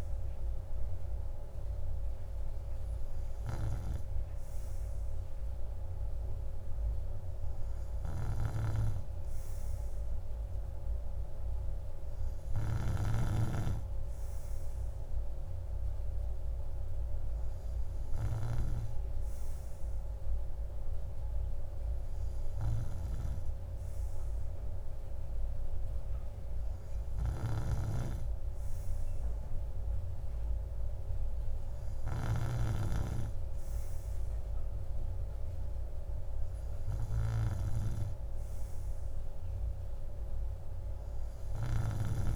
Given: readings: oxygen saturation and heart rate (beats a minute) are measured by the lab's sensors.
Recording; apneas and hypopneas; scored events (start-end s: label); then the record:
breathing in sleep by a room microphone; none
none scored
From the record:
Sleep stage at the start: N3 (deep sleep); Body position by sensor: on the right side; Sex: male